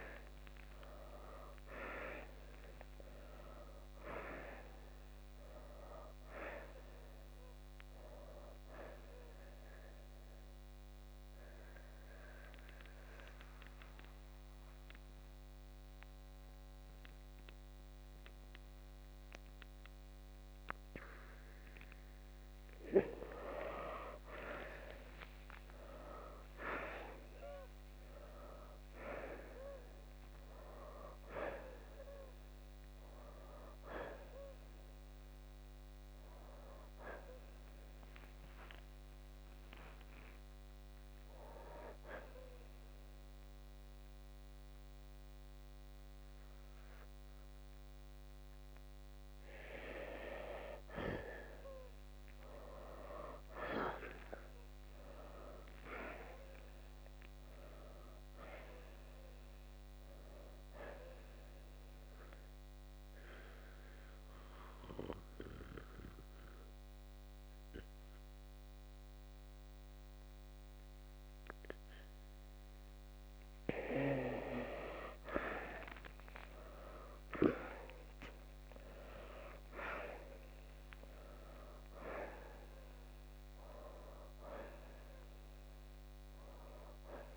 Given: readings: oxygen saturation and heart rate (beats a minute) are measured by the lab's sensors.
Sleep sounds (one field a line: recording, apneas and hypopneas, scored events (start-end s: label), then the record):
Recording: breathing in sleep by a microphone on the trachea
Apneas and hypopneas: 2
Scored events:
0.00-10.00 s: oxygen desaturation (device-marked, oxygen 86% lowest, heart rate 55 extreme)
3.00-7.00 s: arousal
10.00-22.50 s: obstructive apnea (oxygen 93% before, 85% lowest, heart rate 66 before, 55 extreme, up 13 after)
12.00-29.00 s: oxygen desaturation (device-marked, oxygen 93% before, 87% lowest, heart rate 65 before, 55 extreme)
26.00-30.50 s: arousal
41.00-54.00 s: oxygen desaturation (device-marked, oxygen 95% before, 85% lowest, heart rate 64 before, 59 extreme)
53.00-57.00 s: arousal
62.00-73.00 s: mixed apnea (oxygen 95% before, 84% lowest, heart rate 64 before, 57 extreme, up 4 after)
62.00-82.00 s: oxygen desaturation (device-marked, oxygen 95% before, 86% lowest, heart rate 64 before, 57 extreme)
75.50-80.00 s: arousal
From the record:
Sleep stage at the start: N2 (light sleep)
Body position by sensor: on the back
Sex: male